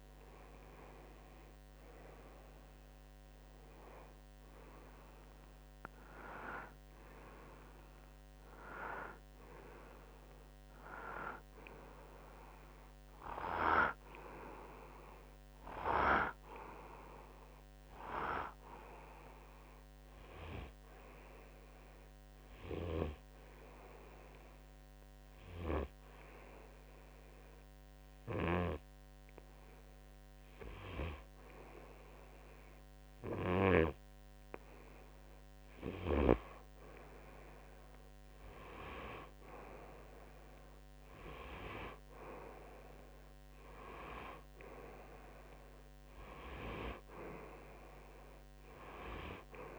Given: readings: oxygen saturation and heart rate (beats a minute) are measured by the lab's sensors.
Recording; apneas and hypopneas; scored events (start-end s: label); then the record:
breathing in sleep by a microphone on the trachea; 1
22.00-35.00 s: hypopnea (oxygen 96% before, 94% lowest, heart rate 59 before, 50 extreme, up 3 after)
36.50-41.00 s: arousal
From the record:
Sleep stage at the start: N2 (light sleep); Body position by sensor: on the right side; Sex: male